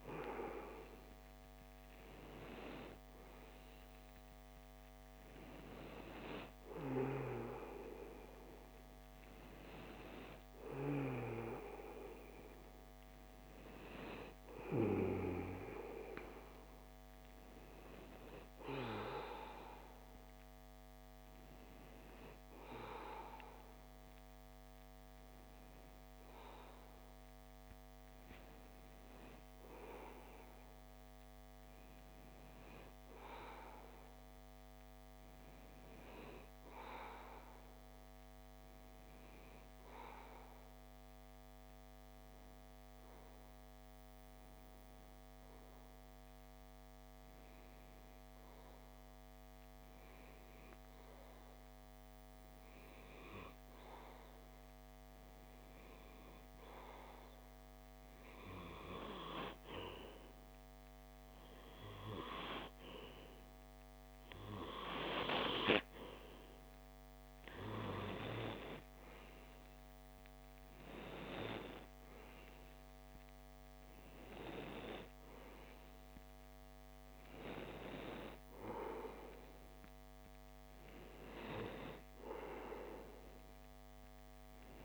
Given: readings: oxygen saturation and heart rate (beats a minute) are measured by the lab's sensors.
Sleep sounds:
breathing in sleep by a microphone on the trachea; 1
17.50-21.00 s: arousal
24.50-62.00 s: hypopnea (oxygen 95% before, 95% lowest)
65.00-69.50 s: arousal
From the record:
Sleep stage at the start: REM sleep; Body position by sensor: on the left side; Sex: male

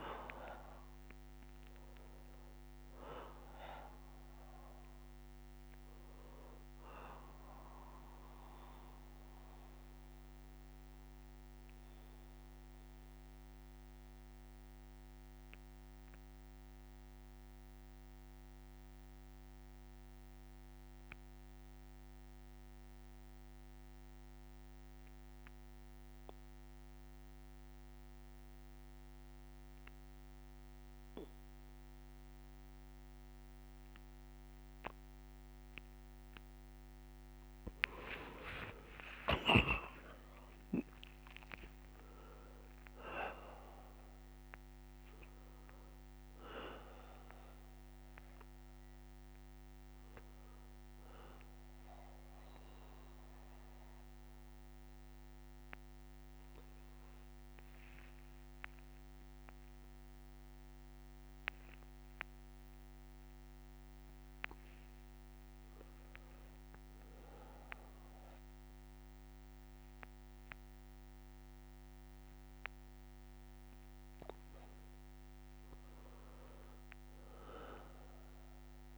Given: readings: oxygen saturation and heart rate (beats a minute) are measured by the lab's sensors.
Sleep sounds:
breathing in sleep by a microphone on the trachea; 2
0.00-19.00 s: oxygen desaturation (device-marked, oxygen 94% lowest, heart rate 58 extreme)
9.00-36.00 s: obstructive apnea (oxygen 100% before, 92% lowest, heart rate 63 before, 58 extreme, up 4 after)
10.00-19.00 s: bradycardia (device-marked, heart rate 65 before, 58 extreme)
32.00-62.00 s: oxygen desaturation (device-marked, oxygen 99% before, 92% lowest, heart rate 60 before, 61 extreme)
37.00-67.00 s: new sleep stage, N1 (lightest sleep)
37.50-43.50 s: arousal
51.00-74.00 s: obstructive apnea (oxygen 99% before, 92% lowest, heart rate 65 before, 61 extreme, up 1 after)
67.00-78.98 s: new sleep stage, awake
From the record:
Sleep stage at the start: N2 (light sleep); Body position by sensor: on the back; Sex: male

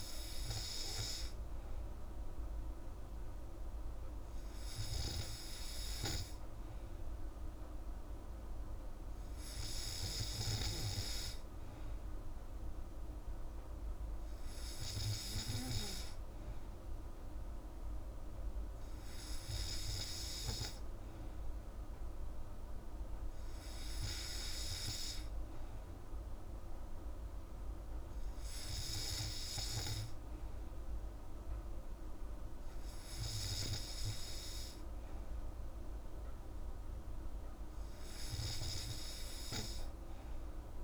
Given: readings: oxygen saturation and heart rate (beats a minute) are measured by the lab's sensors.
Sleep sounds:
breathing in sleep by a room microphone; none
none scored
From the record:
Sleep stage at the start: N3 (deep sleep); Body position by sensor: on the back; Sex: female

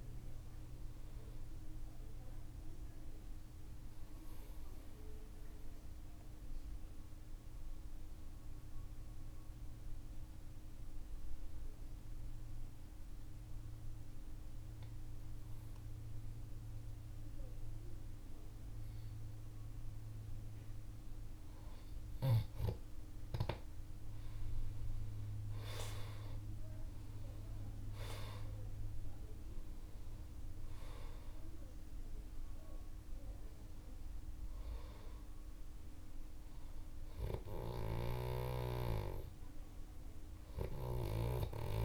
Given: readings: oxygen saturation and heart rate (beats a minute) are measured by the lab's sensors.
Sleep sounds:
breathing in sleep by a room microphone; 1
3.50-22.00 s: mixed apnea (oxygen 98% before, 92% lowest, heart rate 54 before, 48 extreme, up 19 after)
25.00-29.50 s: arousal
38.00-41.85 s: snoring (device-marked)
From the record:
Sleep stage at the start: N2 (light sleep); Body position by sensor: on the back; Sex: male

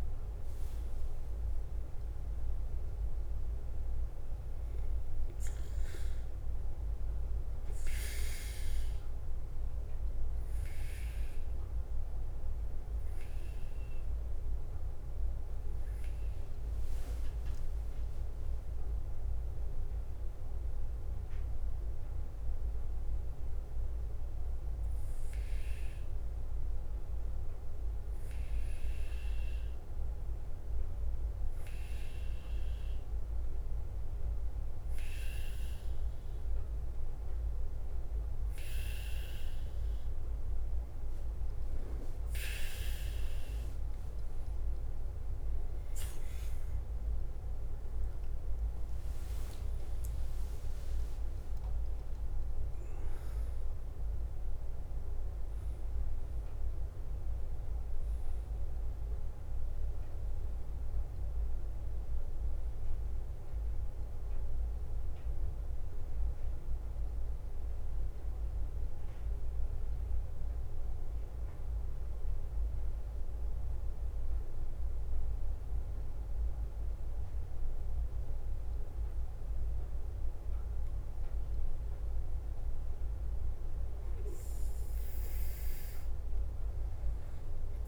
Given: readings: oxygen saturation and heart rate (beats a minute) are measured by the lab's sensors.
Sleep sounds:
breathing in sleep, hard to hear, by a room microphone; 2
0.00-14.00 s: oxygen desaturation (device-marked, oxygen 92% lowest, heart rate 47 extreme)
0.00-87.88 s: bradycardia (device-marked, heart rate 42 extreme)
17.50-20.50 s: arousal
23.00-40.00 s: obstructive apnea (oxygen 95% before, 93% lowest, heart rate 49 before, 47 extreme, up 4 after)
45.00-49.50 s: arousal
51.00-62.00 s: oxygen desaturation (device-marked, oxygen 98% before, 93% lowest, heart rate 50 before, 48 extreme)
65.00-82.00 s: obstructive apnea (oxygen 98% before, 94% lowest, heart rate 54 before, 48 extreme, up 4 after)
84.50-87.88 s: arousal
From the record:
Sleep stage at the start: N2 (light sleep); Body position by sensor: on the back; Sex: male

